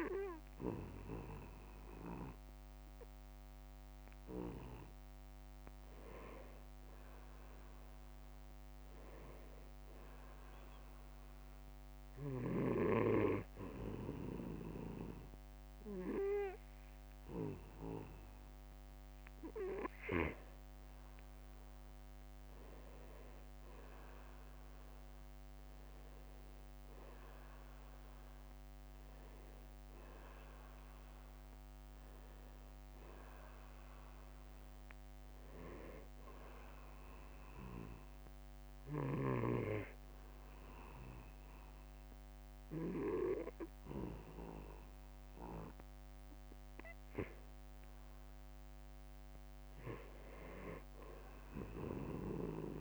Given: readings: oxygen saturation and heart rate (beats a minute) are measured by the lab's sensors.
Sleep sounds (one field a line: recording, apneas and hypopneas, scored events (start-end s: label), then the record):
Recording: breathing in sleep by a microphone on the trachea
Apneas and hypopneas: 2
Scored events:
9.50-11.50 s: long interval between heartbeats (device-marked, heart rate 56 before, 69 extreme)
10.00-20.50 s: obstructive apnea (oxygen 95% before, 90% lowest, heart rate 57 before, 47 extreme, up 18 after)
24.50-26.50 s: long interval between heartbeats (device-marked, heart rate 62 before, 72 extreme)
24.50-29.00 s: arousal
36.50-47.50 s: hypopnea (oxygen 93% before, 85% lowest, heart rate 63 before, 47 extreme, up 23 after)
49.00-52.50 s: arousal
From the record:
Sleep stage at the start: N2 (light sleep)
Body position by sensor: on the back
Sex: male